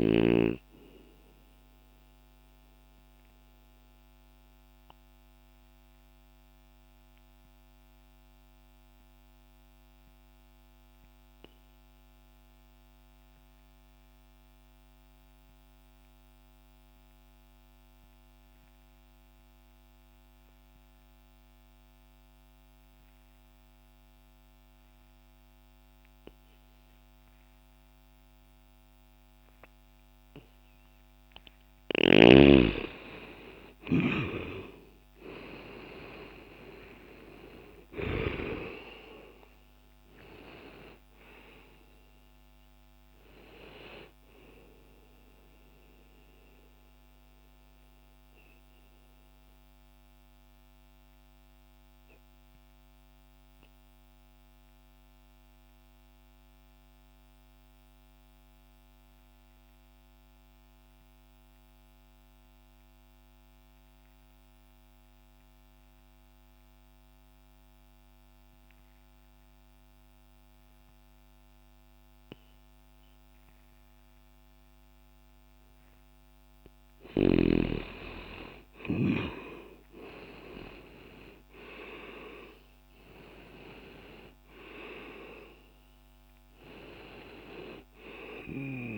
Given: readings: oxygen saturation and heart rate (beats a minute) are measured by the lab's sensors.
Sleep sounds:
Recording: breathing in sleep by a microphone on the trachea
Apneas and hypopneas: 2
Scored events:
0.50-31.00 s: mixed apnea (oxygen 96% before, 79% lowest, heart rate 67 before, 60 extreme, up 10 after)
3.00-25.00 s: oxygen desaturation (device-marked, oxygen 93% before, 79% lowest, heart rate 67 before, 60 extreme)
34.00-39.50 s: arousal
40.00-50.00 s: oxygen desaturation (device-marked, oxygen 95% before, 89% lowest, heart rate 62 before, 60 extreme)
45.00-76.00 s: mixed apnea (oxygen 96% before, 75% lowest, heart rate 64 before, 60 extreme, up 0 after)
60.00-73.00 s: oxygen desaturation (device-marked, oxygen 91% before, 84% lowest, heart rate 62 before, 60 extreme)
77.50-82.00 s: arousal
82.00-88.98 s: oxygen desaturation (device-marked, oxygen 96% before, 75% lowest, heart rate 60 before, 60 extreme)
From the record:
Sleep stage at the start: N2 (light sleep)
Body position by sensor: on the back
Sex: male

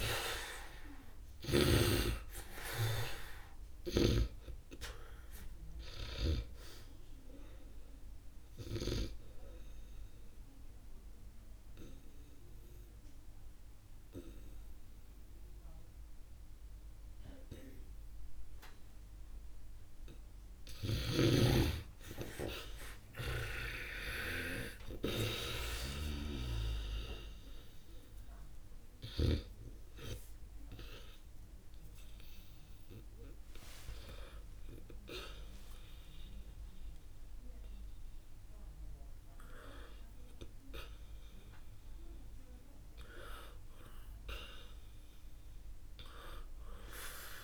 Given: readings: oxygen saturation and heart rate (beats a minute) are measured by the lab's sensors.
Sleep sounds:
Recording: breathing in sleep by a room microphone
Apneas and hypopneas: 1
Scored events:
5.50-19.50 s: oxygen desaturation (device-marked, oxygen 94% before, 76% lowest, heart rate 61 before, 68 extreme)
10.00-21.00 s: obstructive apnea (oxygen 95% before, 76% lowest, heart rate 61 before, 68 extreme, up 1 after)
18.50-47.44 s: new sleep stage, N1 (lightest sleep)
21.00-29.50 s: snoring (device-marked)
23.50-28.00 s: arousal
28.50-47.44 s: oxygen desaturation (device-marked, oxygen 100% before, 92% lowest, heart rate 69 before, 66 extreme)
From the record:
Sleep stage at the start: N2 (light sleep)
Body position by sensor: on the back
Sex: male

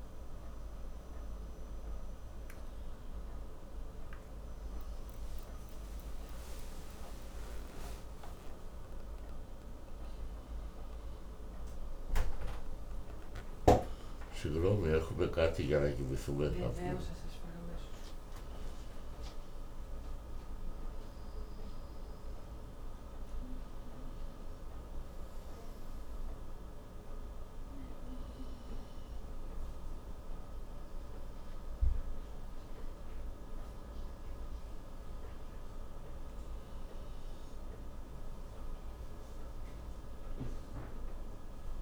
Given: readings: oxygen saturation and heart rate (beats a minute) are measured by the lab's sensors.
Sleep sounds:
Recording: a person partly awake in a sleep study, by a room microphone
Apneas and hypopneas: none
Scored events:
9.00-41.82 s: new sleep stage, N1 (lightest sleep)
From the record:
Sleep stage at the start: awake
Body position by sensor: on the right side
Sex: male

